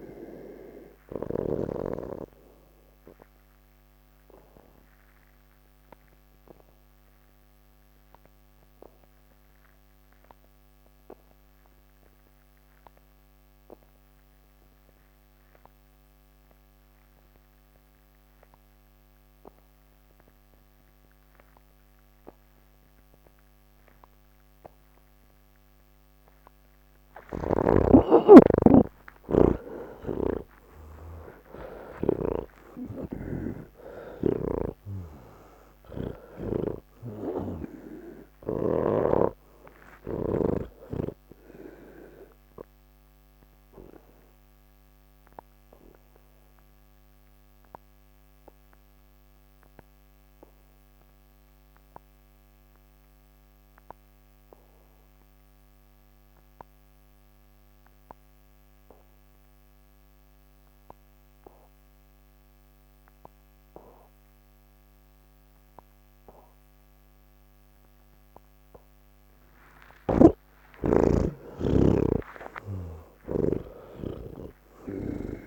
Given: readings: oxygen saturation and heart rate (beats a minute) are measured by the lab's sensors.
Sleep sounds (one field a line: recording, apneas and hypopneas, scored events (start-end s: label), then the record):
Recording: breathing in sleep by a microphone on the trachea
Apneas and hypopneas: 2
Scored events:
0.00-2.00 s: snoring (device-marked)
0.00-16.50 s: oxygen desaturation (device-marked, oxygen 80% lowest, heart rate 66 extreme)
4.50-29.00 s: obstructive apnea (oxygen 98% before, 80% lowest, heart rate 102 before, 58 extreme, up 21 after)
27.00-37.00 s: snoring (device-marked)
27.50-34.50 s: oxygen desaturation (device-marked, oxygen 98% before, 93% lowest, heart rate 133 before, 57 extreme)
42.50-56.50 s: oxygen desaturation (device-marked, oxygen 96% before, 81% lowest, heart rate 110 before, 57 extreme)
44.00-70.50 s: obstructive apnea (oxygen 98% before, 81% lowest, heart rate 110 before, 57 extreme, up 3 after)
66.50-75.47 s: oxygen desaturation (device-marked, oxygen 98% before, 81% lowest, heart rate 91 before, 78 extreme)
70.00-73.50 s: snoring (device-marked)
From the record:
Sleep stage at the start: N1 (lightest sleep)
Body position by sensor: on the back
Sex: male